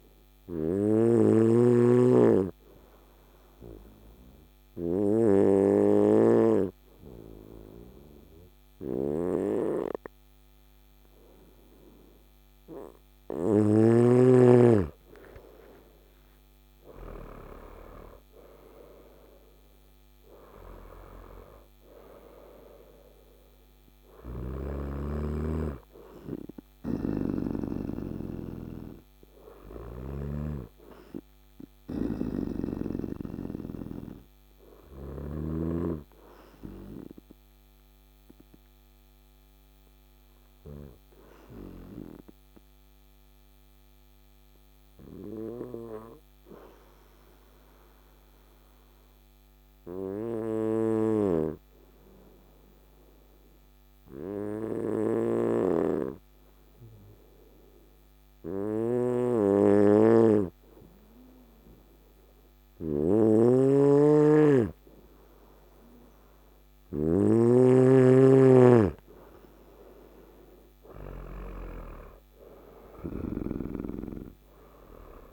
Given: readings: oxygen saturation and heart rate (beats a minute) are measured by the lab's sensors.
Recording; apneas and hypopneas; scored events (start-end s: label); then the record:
breathing in sleep by a microphone on the trachea; 2
0.00-1.00 s: snoring (device-marked)
2.50-13.50 s: obstructive apnea (oxygen 99% before, 94% lowest, heart rate 54 before, 55 extreme, up 10 after)
3.00-22.00 s: oxygen desaturation (device-marked, oxygen 99% before, 94% lowest, heart rate 54 before, 55 extreme)
14.50-19.00 s: arousal
24.00-35.00 s: snoring (device-marked)
38.00-65.00 s: obstructive apnea (oxygen 97% before, 94% lowest, heart rate 62 before, 55 extreme, up 9 after)
62.50-66.50 s: snoring (device-marked)
69.00-73.50 s: arousal
From the record:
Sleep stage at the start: N2 (light sleep); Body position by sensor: on the right side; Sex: male